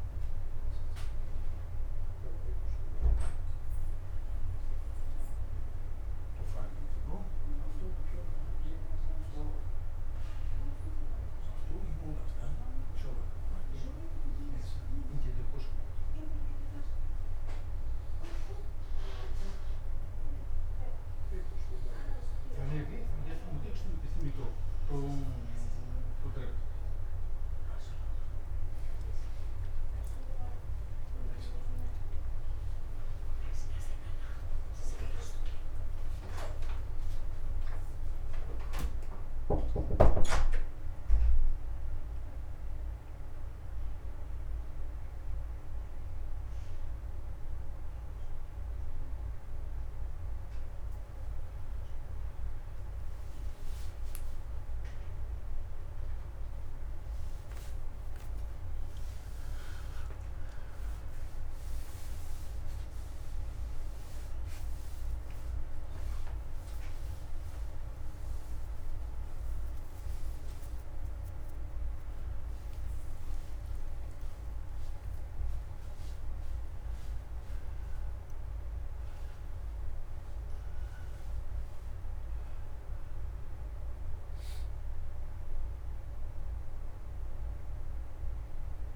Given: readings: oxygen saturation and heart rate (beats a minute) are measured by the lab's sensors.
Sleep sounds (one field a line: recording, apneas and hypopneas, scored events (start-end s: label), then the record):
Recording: breathing in sleep by a room microphone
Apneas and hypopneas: 2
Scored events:
7.50-18.50 s: hypopnea (oxygen 91% before, 88% lowest)
21.00-46.00 s: oxygen desaturation (device-marked, oxygen 94% before, 88% lowest)
25.50-31.00 s: arousal
34.50-45.00 s: hypopnea (oxygen 94% before, 88% lowest)
46.00-88.96 s: new sleep stage, N1 (lightest sleep)
72.50-80.50 s: arousal
83.00-88.96 s: oxygen desaturation (device-marked, oxygen 98% before, 94% lowest)
From the record:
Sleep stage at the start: N2 (light sleep)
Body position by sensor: on the back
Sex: male